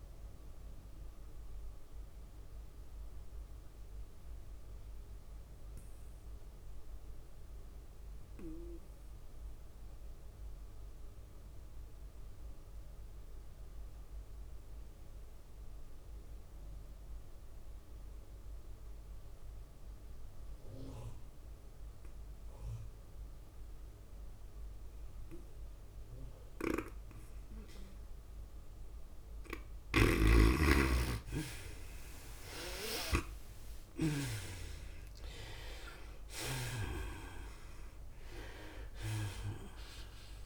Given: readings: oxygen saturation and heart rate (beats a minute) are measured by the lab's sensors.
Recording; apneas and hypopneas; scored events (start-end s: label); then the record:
breathing in sleep by a room microphone; 1
0.00-3.00 s: tachycardia (device-marked, heart rate 105 extreme)
0.00-7.00 s: drop in pulse transit time (device-marked, heart rate 100 extreme)
0.00-9.00 s: oxygen desaturation (device-marked, oxygen 82% lowest, heart rate 94 extreme)
0.50-27.50 s: obstructive apnea (oxygen 99% before, 79% lowest, heart rate 99 before, 94 extreme, up 5 after)
23.00-40.46 s: oxygen desaturation (device-marked, oxygen 98% before, 79% lowest, heart rate 98 before, 94 extreme)
30.00-34.50 s: snoring (device-marked)
31.00-35.00 s: arousal
34.00-40.46 s: tachycardia (device-marked, heart rate 101 before, 105 extreme)
37.00-40.46 s: drop in pulse transit time (device-marked, heart rate 96 before, 101 extreme)
From the record:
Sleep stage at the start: N2 (light sleep); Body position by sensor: on the right side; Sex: female